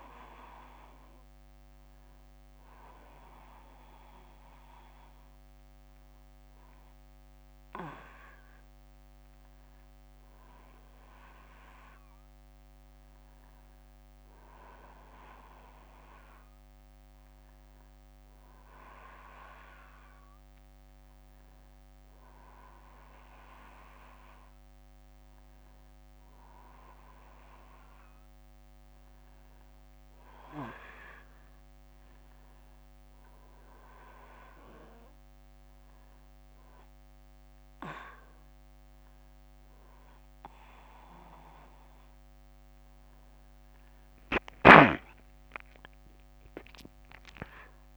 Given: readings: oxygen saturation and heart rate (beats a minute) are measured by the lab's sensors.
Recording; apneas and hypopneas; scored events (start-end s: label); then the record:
breathing in sleep by a microphone on the trachea; none
0.00-4.00 s: oxygen desaturation (device-marked, oxygen 92% lowest, heart rate 63 extreme)
37.00-47.97 s: new sleep stage, awake
From the record:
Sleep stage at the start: N1 (lightest sleep); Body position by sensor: on the back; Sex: male